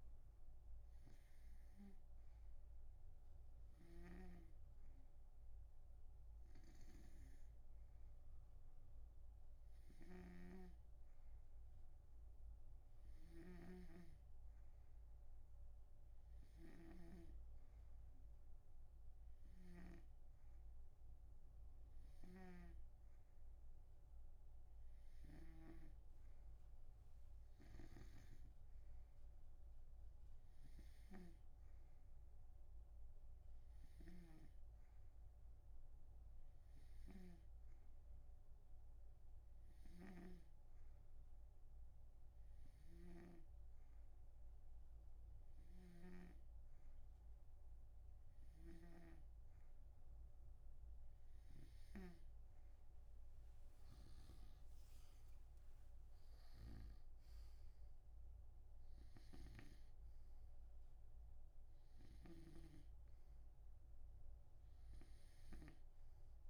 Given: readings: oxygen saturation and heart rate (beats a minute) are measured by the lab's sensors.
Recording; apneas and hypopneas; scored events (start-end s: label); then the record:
breathing in sleep by a room microphone; none
4.00-20.50 s: snoring (device-marked)
22.50-26.00 s: snoring (device-marked)
28.00-38.00 s: snoring (device-marked)
40.00-52.50 s: snoring (device-marked)
54.00-57.50 s: arousal
59.50-66.49 s: snoring (device-marked)
From the record:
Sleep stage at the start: N2 (light sleep); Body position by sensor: on the right side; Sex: male